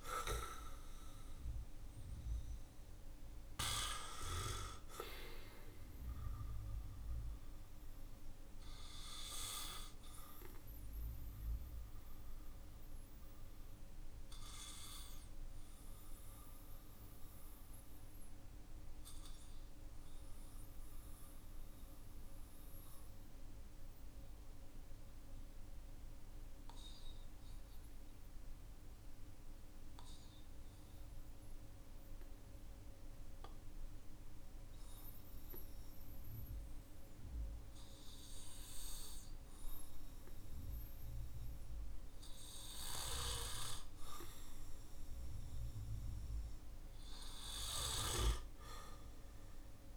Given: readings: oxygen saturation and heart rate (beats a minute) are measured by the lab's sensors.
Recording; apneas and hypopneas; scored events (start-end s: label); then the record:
breathing in sleep by a room microphone; 1
0.00-28.00 s: oxygen desaturation (device-marked, oxygen 92% lowest, heart rate 46 extreme)
13.00-31.50 s: mixed apnea (oxygen 97% before, 92% lowest, heart rate 48 before, 46 extreme, up 8 after)
35.00-38.50 s: arousal
From the record:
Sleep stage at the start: N2 (light sleep); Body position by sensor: on the back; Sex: male